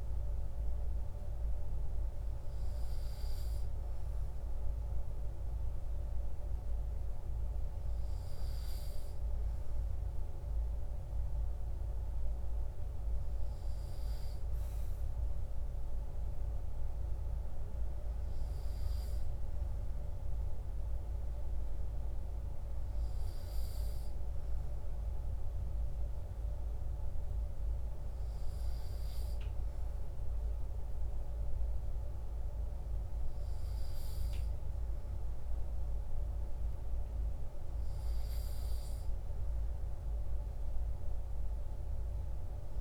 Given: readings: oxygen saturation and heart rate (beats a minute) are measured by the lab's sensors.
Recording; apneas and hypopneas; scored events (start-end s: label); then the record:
breathing in sleep, hard to hear, by a room microphone; none
none scored
From the record:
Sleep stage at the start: N2 (light sleep); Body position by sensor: on the right side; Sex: male